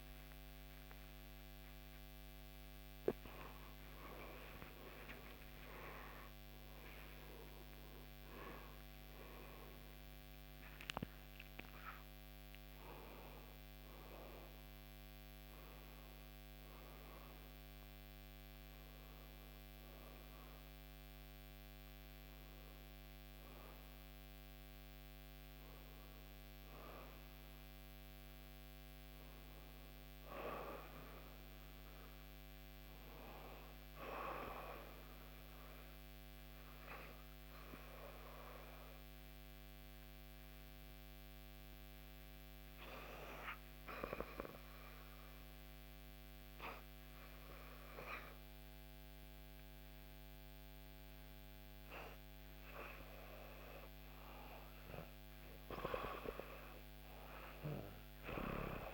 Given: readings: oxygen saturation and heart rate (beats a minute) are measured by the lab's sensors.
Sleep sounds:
breathing in sleep by a microphone on the trachea; 1
0.00-5.00 s: oxygen desaturation (device-marked, oxygen 87% lowest, heart rate 65 extreme)
1.00-7.00 s: arousal
37.00-52.00 s: hypopnea (oxygen 98% before, 92% lowest, heart rate 70 before, 64 extreme, up 1 after)
52.00-58.94 s: oxygen desaturation (device-marked, oxygen 98% before, 94% lowest, heart rate 66 before, 64 extreme)
55.00-58.94 s: arousal
From the record:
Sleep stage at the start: REM sleep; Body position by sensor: on the back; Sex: female

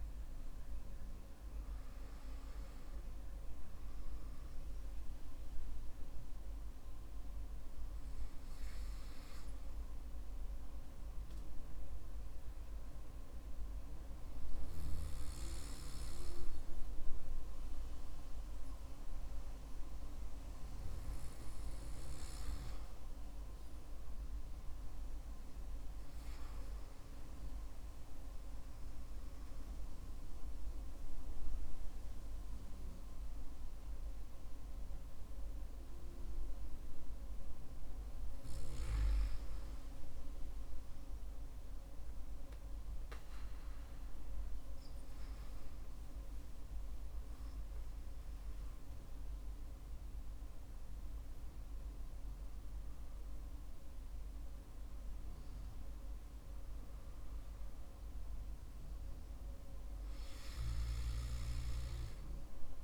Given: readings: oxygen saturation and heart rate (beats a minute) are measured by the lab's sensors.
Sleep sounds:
breathing in sleep, hard to hear, by a room microphone; 1
23.50-26.00 s: arousal
28.00-39.00 s: obstructive apnea (oxygen 96% before, 94% lowest, heart rate 56 before, 52 extreme, up 8 after)
46.50-50.50 s: arousal
From the record:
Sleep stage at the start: N2 (light sleep); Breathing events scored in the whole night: 252 in 4.3 hours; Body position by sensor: on the back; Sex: male

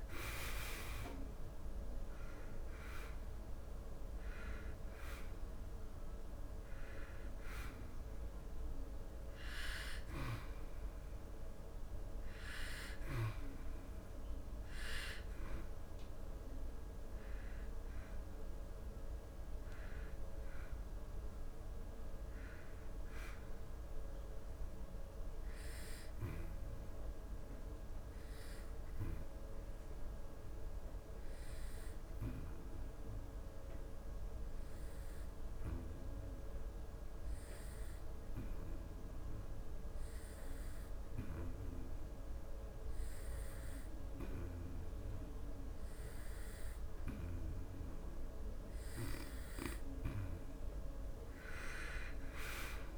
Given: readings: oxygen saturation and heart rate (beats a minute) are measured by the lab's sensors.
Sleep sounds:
breathing in sleep by a room microphone; 1
0.00-1.00 s: arousal
0.00-24.50 s: oxygen desaturation (device-marked, oxygen 86% lowest, heart rate 70 extreme)
24.50-48.50 s: obstructive apnea (oxygen 95% before, 87% lowest, heart rate 83 before, 70 extreme, up 10 after)
44.50-52.98 s: oxygen desaturation (device-marked, oxygen 98% before, 87% lowest, heart rate 78 before, 69 extreme)
50.50-52.98 s: arousal
From the record:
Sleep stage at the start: N2 (light sleep); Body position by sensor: on the back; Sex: male

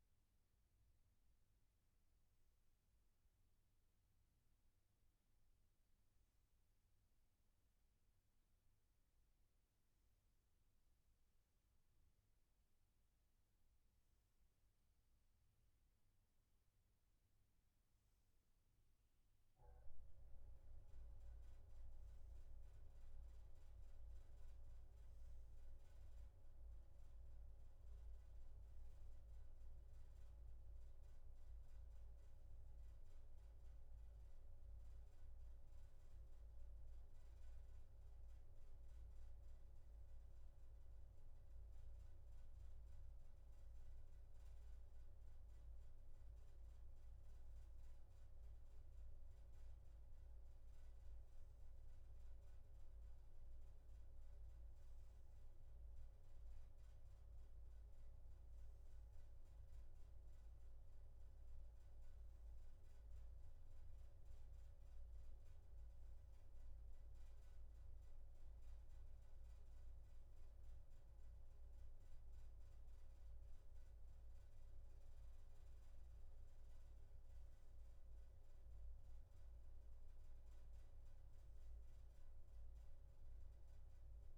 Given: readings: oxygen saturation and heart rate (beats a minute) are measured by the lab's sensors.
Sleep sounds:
breathing in sleep, hard to hear, by a room microphone; none
none scored
From the record:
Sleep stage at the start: N2 (light sleep); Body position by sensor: on the back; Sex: male

